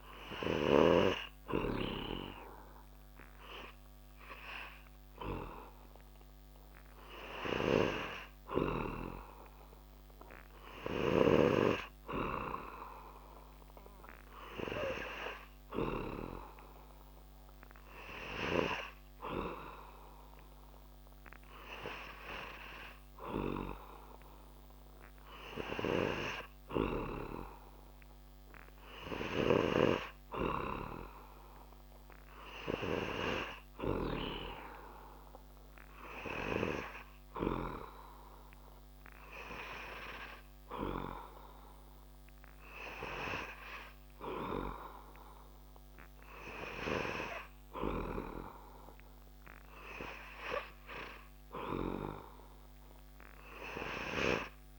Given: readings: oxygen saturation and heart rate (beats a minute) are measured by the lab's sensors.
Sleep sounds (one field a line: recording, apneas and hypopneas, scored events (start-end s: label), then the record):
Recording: breathing in sleep by a microphone on the trachea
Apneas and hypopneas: none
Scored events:
none scored
From the record:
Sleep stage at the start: N3 (deep sleep)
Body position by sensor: on the back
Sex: male